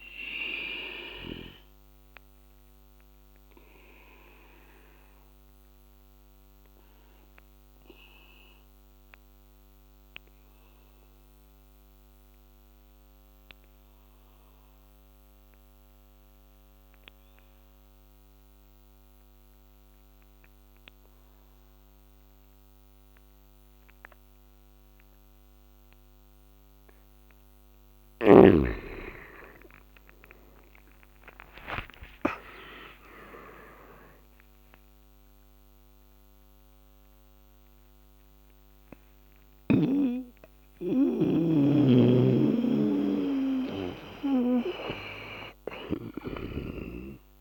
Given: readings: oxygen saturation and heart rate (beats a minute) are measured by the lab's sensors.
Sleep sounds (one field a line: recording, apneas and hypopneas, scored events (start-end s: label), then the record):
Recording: breathing in sleep by a microphone on the trachea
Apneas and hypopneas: 1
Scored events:
3.50-26.50 s: obstructive apnea (oxygen 97% before, 84% lowest, heart rate 73 before, 63 extreme, up 21 after)
4.50-21.50 s: oxygen desaturation (device-marked, oxygen 97% before, 86% lowest, heart rate 73 before, 63 extreme)
28.50-32.50 s: arousal
40.50-47.41 s: oxygen desaturation (device-marked, oxygen 92% before, 84% lowest, heart rate 76 before, 64 extreme)
41.50-46.50 s: snoring (device-marked)
From the record:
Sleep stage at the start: N2 (light sleep)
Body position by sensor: on the back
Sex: male